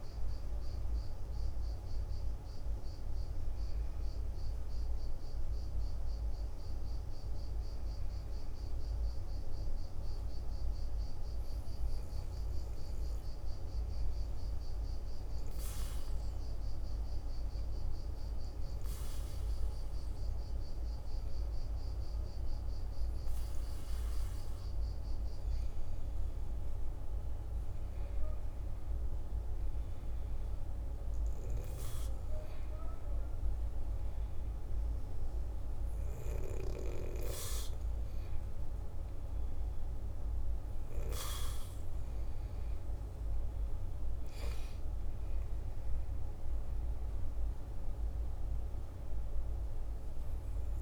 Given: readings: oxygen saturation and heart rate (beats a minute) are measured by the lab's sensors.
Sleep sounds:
breathing in sleep, hard to hear, by a room microphone; 1
6.00-9.50 s: arousal
12.50-26.00 s: hypopnea (oxygen 98% before, 91% lowest, heart rate 53 before, 52 extreme, up 0 after)
27.50-31.50 s: arousal
45.00-48.50 s: arousal
From the record:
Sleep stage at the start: N2 (light sleep); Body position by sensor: on the back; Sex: male

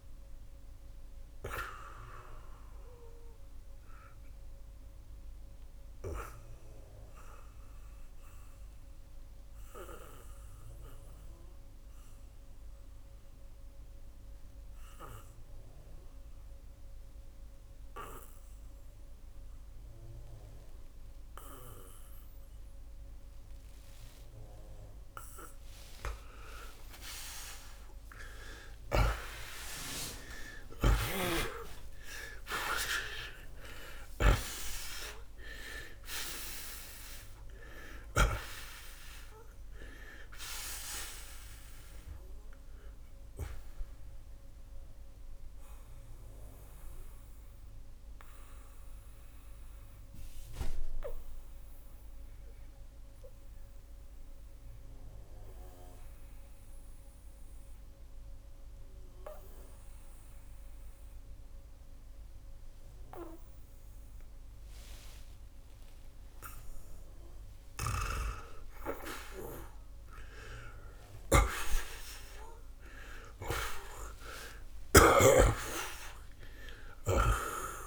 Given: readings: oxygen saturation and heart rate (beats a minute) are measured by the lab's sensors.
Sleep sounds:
breathing in sleep by a room microphone; 2
0.00-24.50 s: oxygen desaturation (device-marked, oxygen 77% lowest, heart rate 69 extreme)
4.50-25.50 s: mixed apnea (oxygen 93% before, 77% lowest, heart rate 91 before, 68 extreme, up 41 after)
27.50-31.00 s: arousal
30.00-34.00 s: snoring (device-marked)
35.50-69.50 s: oxygen desaturation (device-marked, oxygen 93% before, 79% lowest, heart rate 90 before, 62 extreme)
42.50-67.00 s: mixed apnea (oxygen 93% before, 79% lowest, heart rate 98 before, 62 extreme, up 23 after)
69.00-73.50 s: arousal
From the record:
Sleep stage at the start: N2 (light sleep); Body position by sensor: on the back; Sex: male

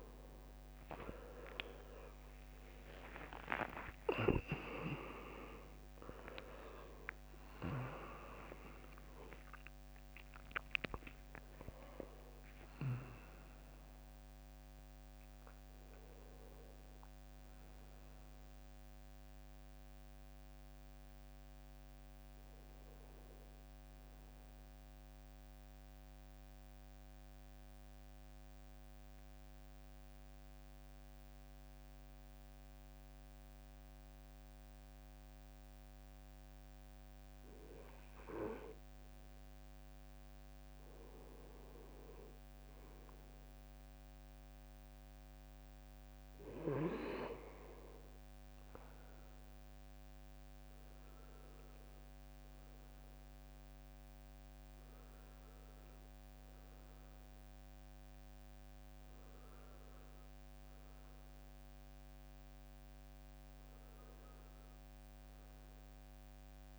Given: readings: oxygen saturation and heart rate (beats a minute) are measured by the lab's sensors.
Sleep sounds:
breathing in sleep by a microphone on the trachea; 1
0.00-3.00 s: arousal
0.00-13.50 s: oxygen desaturation (device-marked, oxygen 91% lowest, heart rate 58 extreme)
3.00-5.00 s: long interval between heartbeats (device-marked, heart rate 65 before, 79 extreme)
5.50-19.50 s: drop in pulse transit time (device-marked, heart rate 68 before, 75 extreme)
6.00-8.00 s: long interval between heartbeats (device-marked, heart rate 68 before, 88 extreme)
25.50-38.00 s: central apnea (oxygen 96% before, 90% lowest, heart rate 79 before, 58 extreme, up 8 after)
28.50-33.50 s: bradycardia (device-marked, heart rate 68 before, 58 extreme)
39.50-42.50 s: arousal
46.50-64.50 s: oxygen desaturation (device-marked, oxygen 97% before, 90% lowest, heart rate 62 before, 61 extreme)
From the record:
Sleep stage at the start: N2 (light sleep); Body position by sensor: on the right side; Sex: male

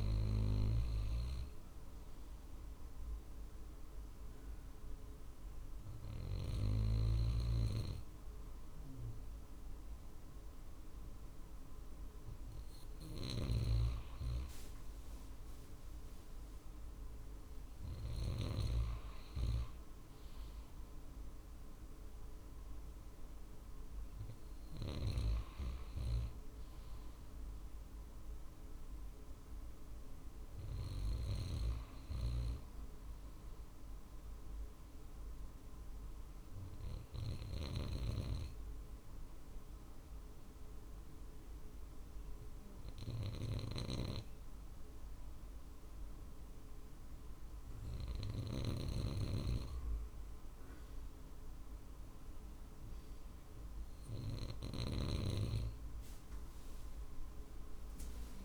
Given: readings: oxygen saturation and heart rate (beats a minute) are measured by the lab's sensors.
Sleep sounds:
breathing in sleep by a room microphone; 1
36.50-50.00 s: obstructive apnea (oxygen 95% before, 94% lowest, heart rate 51 before, 48 extreme, up 3 after)
54.00-58.00 s: arousal
From the record:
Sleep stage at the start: N2 (light sleep); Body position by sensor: on the right side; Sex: male

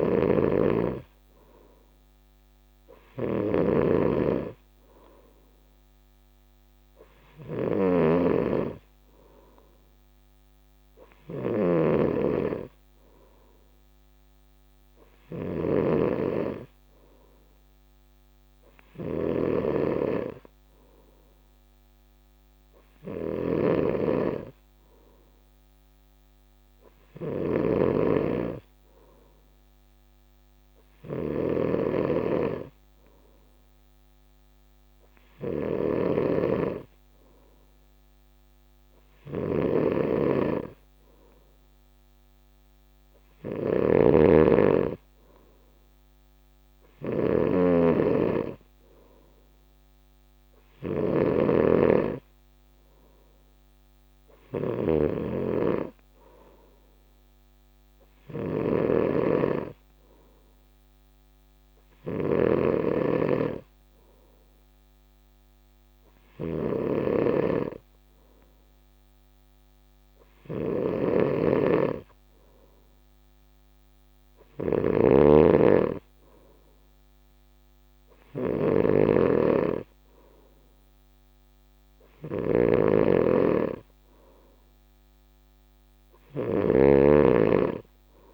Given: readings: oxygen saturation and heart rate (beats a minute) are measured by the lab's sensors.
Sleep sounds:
breathing in sleep by a microphone on the trachea; none
0.00-88.34 s: snoring (device-marked)
78.50-88.34 s: new sleep stage, N3 (deep sleep)
From the record:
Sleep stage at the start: N2 (light sleep); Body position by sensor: on the right side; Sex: male

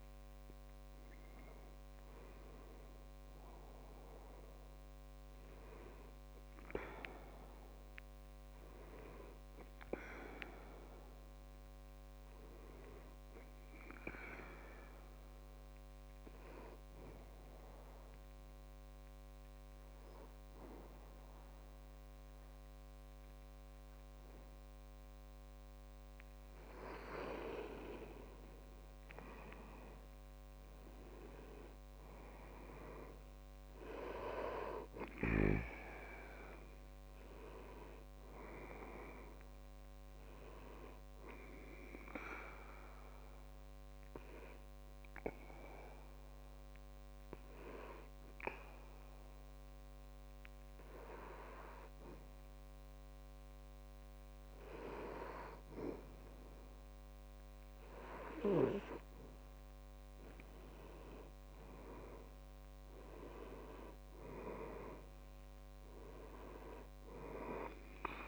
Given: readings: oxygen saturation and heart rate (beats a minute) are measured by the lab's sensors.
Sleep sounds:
breathing in sleep by a microphone on the trachea; 2
0.00-15.00 s: oxygen desaturation (device-marked, oxygen 93% lowest, heart rate 61 extreme)
9.50-12.50 s: arousal
14.50-26.50 s: obstructive apnea (oxygen 98% before, 94% lowest, heart rate 67 before, 61 extreme, up 9 after)
28.50-32.50 s: arousal
34.00-52.00 s: oxygen desaturation (device-marked, oxygen 98% before, 94% lowest, heart rate 64 before, 64 extreme)
43.50-55.00 s: obstructive apnea (oxygen 99% before, 94% lowest, heart rate 67 before, 64 extreme, up 0 after)
From the record:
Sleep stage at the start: N2 (light sleep); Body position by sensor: on the back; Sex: male

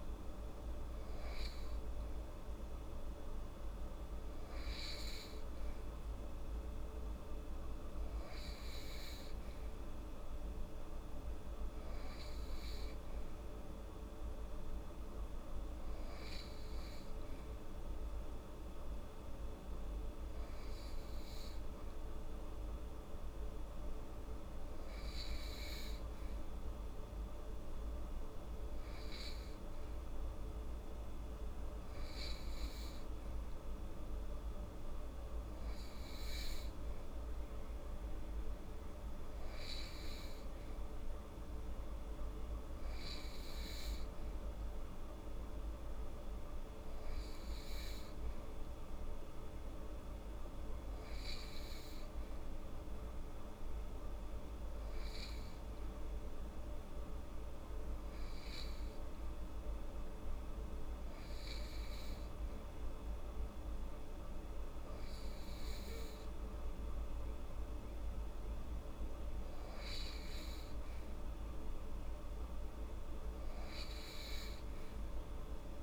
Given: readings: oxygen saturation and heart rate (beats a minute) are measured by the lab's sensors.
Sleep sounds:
breathing in sleep, hard to hear, by a room microphone; none
none scored
From the record:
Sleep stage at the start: N2 (light sleep); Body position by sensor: on the right side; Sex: female

